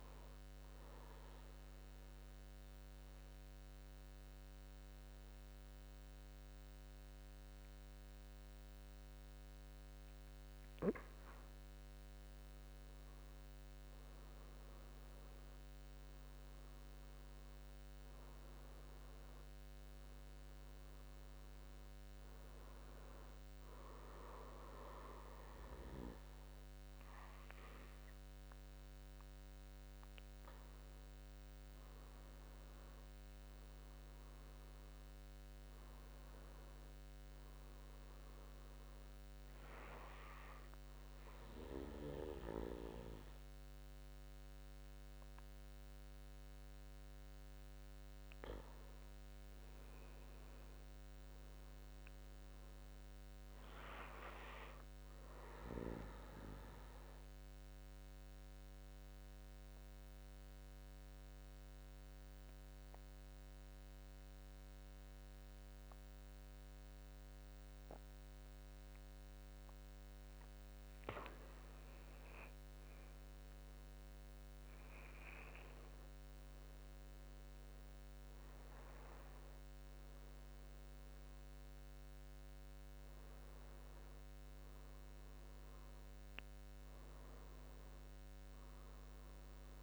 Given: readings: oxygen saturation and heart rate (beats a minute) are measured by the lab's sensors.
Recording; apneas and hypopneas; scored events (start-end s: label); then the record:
breathing in sleep by a microphone on the trachea; 3
1.00-11.00 s: obstructive apnea (oxygen 99% before, 89% lowest, heart rate 63 before, 56 extreme, up 7 after)
8.00-31.00 s: oxygen desaturation (device-marked, oxygen 98% before, 89% lowest, heart rate 63 before, 55 extreme)
13.00-15.00 s: arousal
37.50-48.50 s: obstructive apnea (oxygen 96% before, 86% lowest, heart rate 64 before, 55 extreme, up 11 after)
50.00-53.00 s: arousal
56.00-64.00 s: oxygen desaturation (device-marked, oxygen 95% before, 92% lowest, heart rate 61 before, 60 extreme)
56.50-69.50 s: obstructive apnea (oxygen 96% before, 86% lowest, heart rate 61 before, 60 extreme, up 12 after)
71.00-87.00 s: oxygen desaturation (device-marked, oxygen 94% before, 86% lowest, heart rate 62 before, 58 extreme)
71.50-75.00 s: arousal
From the record:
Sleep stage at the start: N2 (light sleep); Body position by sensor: on the back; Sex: male